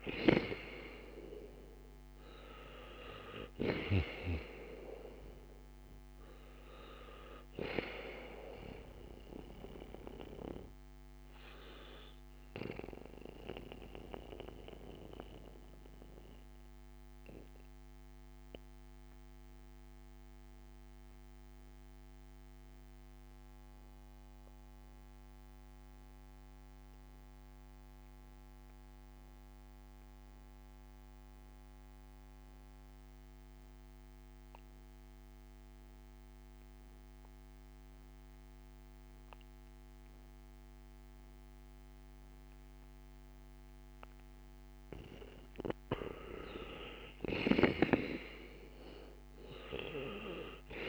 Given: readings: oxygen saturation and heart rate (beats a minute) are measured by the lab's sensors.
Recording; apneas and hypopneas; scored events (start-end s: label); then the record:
breathing in sleep by a microphone on the trachea; 1
0.00-2.00 s: arousal
0.00-25.00 s: oxygen desaturation (device-marked, oxygen 87% lowest, heart rate 56 extreme)
14.50-43.00 s: mixed apnea (oxygen 98% before, 85% lowest, heart rate 62 before, 56 extreme, up 3 after)
43.00-50.89 s: oxygen desaturation (device-marked, oxygen 97% before, 85% lowest, heart rate 64 before, 55 extreme)
45.00-49.50 s: arousal
From the record:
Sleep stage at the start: N2 (light sleep); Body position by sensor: on the back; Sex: male